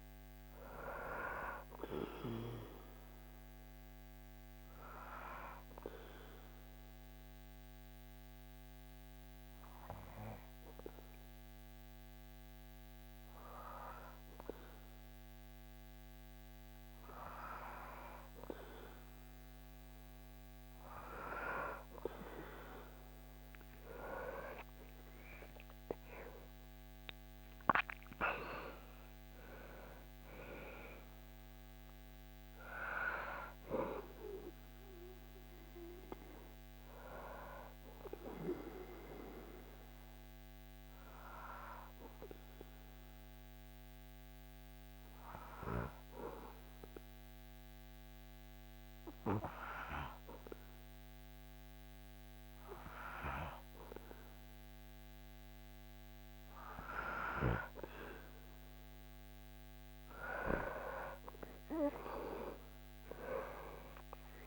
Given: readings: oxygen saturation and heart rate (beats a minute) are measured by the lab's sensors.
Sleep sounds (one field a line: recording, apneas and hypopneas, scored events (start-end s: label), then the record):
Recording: breathing in sleep by a microphone on the trachea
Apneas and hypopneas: 2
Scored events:
4.50-16.50 s: obstructive apnea (oxygen 97% before, 94% lowest, heart rate 78 before, 76 extreme, up 4 after)
19.50-23.50 s: arousal
40.00-56.00 s: hypopnea (oxygen 98% before, 94% lowest, heart rate 81 before, 75 extreme, up 3 after)
58.50-64.00 s: arousal
63.00-64.47 s: oxygen desaturation (device-marked, oxygen 98% before, 94% lowest, heart rate 78 before, 75 extreme)
From the record:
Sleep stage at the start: REM sleep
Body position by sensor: on the back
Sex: male